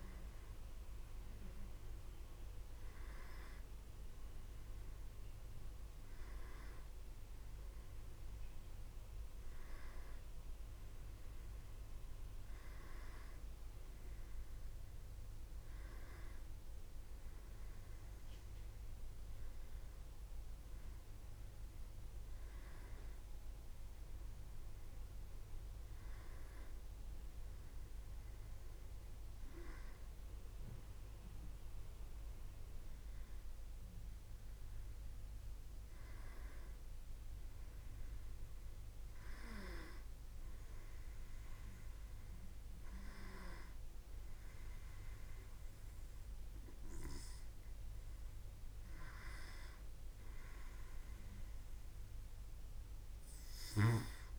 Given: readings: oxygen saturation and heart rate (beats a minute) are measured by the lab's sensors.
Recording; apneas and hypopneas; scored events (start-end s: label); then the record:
breathing in sleep by a room microphone; none
none scored
From the record:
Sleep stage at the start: N2 (light sleep); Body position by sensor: on the back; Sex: male